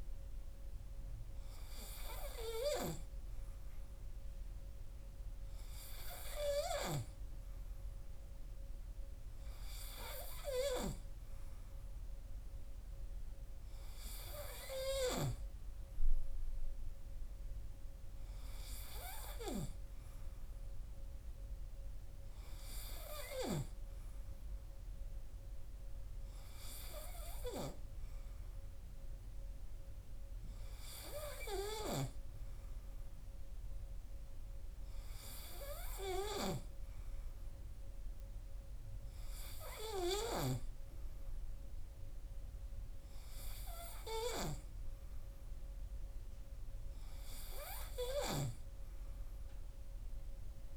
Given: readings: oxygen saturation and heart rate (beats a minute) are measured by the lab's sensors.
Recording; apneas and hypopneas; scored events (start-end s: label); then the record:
breathing in sleep by a room microphone; none
none scored
From the record:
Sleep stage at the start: N3 (deep sleep); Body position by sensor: on the right side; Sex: male